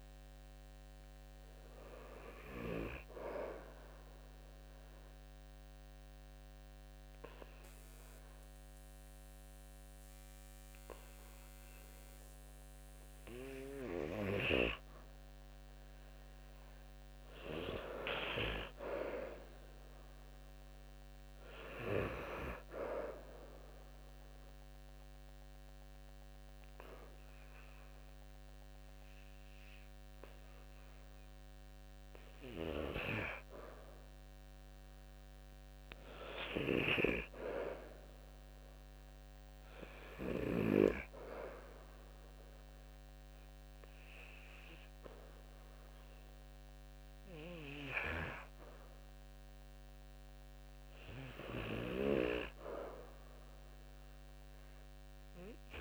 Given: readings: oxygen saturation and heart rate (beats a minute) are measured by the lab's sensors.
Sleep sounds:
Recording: breathing in sleep by a microphone on the trachea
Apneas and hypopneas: 2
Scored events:
3.50-14.50 s: obstructive apnea (oxygen 93% before, 92% lowest, heart rate 74 before, 70 extreme, up 6 after)
17.00-21.00 s: arousal
40.50-51.50 s: obstructive apnea (oxygen 97% before, 92% lowest, heart rate 78 before, 69 extreme, up 3 after)
48.50-55.81 s: oxygen desaturation (device-marked, oxygen 95% before, 92% lowest, heart rate 78 before, 68 extreme)
From the record:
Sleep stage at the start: N2 (light sleep)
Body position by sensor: on the back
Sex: male

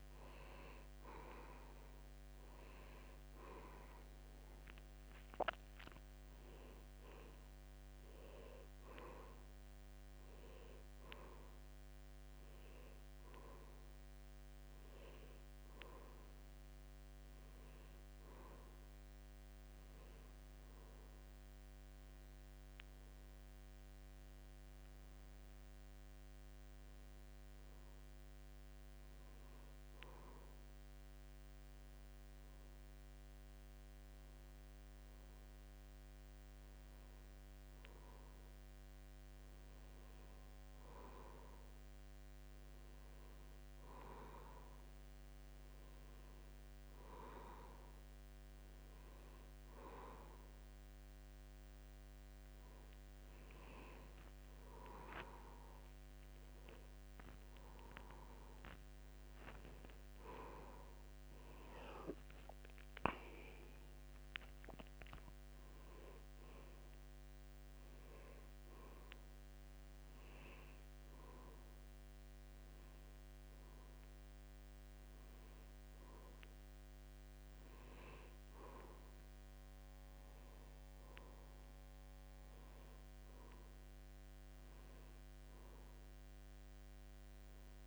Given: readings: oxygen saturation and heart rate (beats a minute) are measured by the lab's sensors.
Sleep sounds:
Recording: breathing in sleep by a microphone on the trachea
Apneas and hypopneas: 1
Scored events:
16.50-20.50 s: arousal
23.50-38.00 s: hypopnea (oxygen 96% before, 91% lowest, heart rate 79 before, 75 extreme, up 4 after)
41.00-44.50 s: arousal
From the record:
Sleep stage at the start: N2 (light sleep)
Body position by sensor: on the back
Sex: male

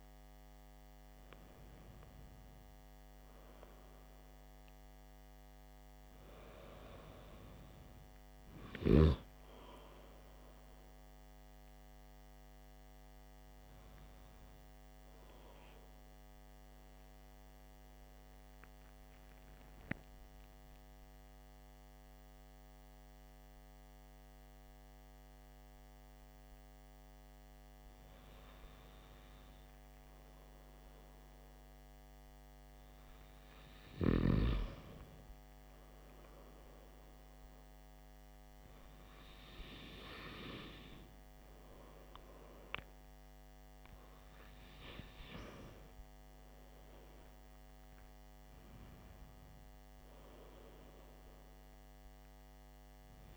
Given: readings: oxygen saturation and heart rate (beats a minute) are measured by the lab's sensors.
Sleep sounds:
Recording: breathing in sleep by a microphone on the trachea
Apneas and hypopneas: 1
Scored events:
16.50-32.50 s: obstructive apnea (oxygen 95% before, 94% lowest, heart rate 54 before, 50 extreme, up 4 after)
35.50-40.50 s: arousal
From the record:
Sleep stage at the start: N2 (light sleep)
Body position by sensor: on the back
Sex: male

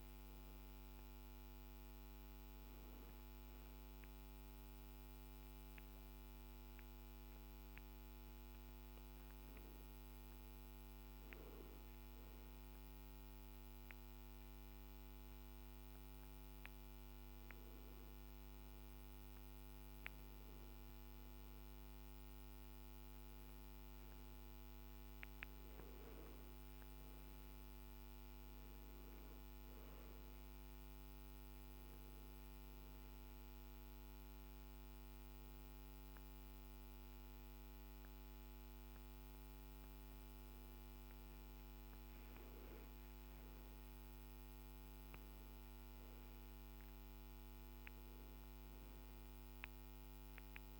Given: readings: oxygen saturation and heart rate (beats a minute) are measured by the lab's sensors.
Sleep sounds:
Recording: breathing in sleep, hard to hear, by a microphone on the trachea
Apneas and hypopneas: 1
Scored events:
31.50-42.50 s: hypopnea (oxygen 97% before, 95% lowest, heart rate 69 before, 63 extreme, up 9 after)
44.50-48.50 s: arousal
From the record:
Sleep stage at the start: N1 (lightest sleep)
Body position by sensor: on the back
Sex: male

